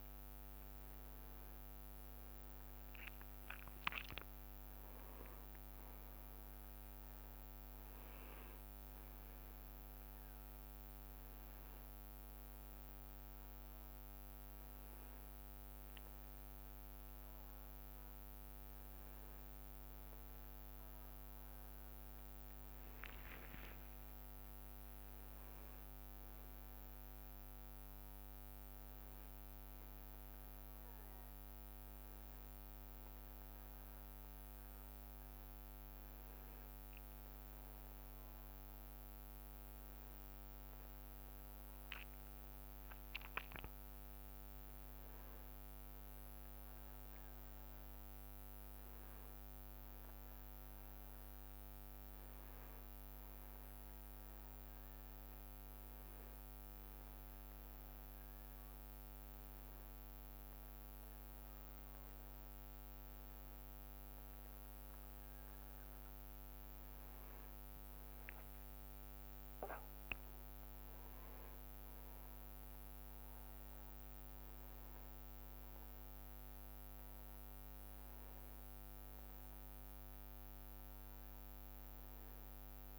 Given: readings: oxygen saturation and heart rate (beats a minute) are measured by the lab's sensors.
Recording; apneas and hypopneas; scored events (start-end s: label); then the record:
a person awake in a sleep study, hard to hear, by a microphone on the trachea; none
1.50-9.50 s: leg movement (device-marked)
9.00-82.99 s: new sleep stage, awake
23.00-25.50 s: leg movement (device-marked)
33.50-39.00 s: leg movement (device-marked)
51.00-53.50 s: leg movement (device-marked)
65.50-73.50 s: leg movement (device-marked)
From the record:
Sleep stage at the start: N1 (lightest sleep); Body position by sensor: on the back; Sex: male